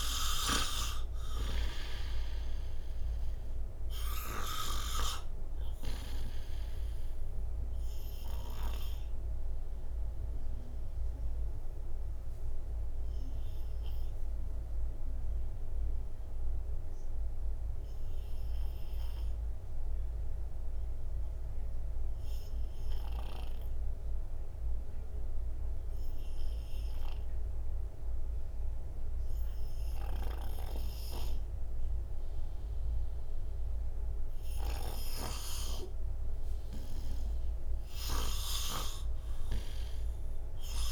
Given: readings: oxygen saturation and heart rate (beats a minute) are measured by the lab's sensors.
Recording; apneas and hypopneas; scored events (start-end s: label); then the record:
breathing in sleep by a room microphone; 1
0.00-1.00 s: arousal
0.00-29.50 s: oxygen desaturation (device-marked, oxygen 85% lowest, heart rate 58 extreme)
9.50-35.50 s: obstructive apnea (oxygen 97% before, 85% lowest, heart rate 67 before, 58 extreme, up 15 after)
38.50-40.92 s: arousal
From the record:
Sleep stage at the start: N2 (light sleep); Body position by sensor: on the right side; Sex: male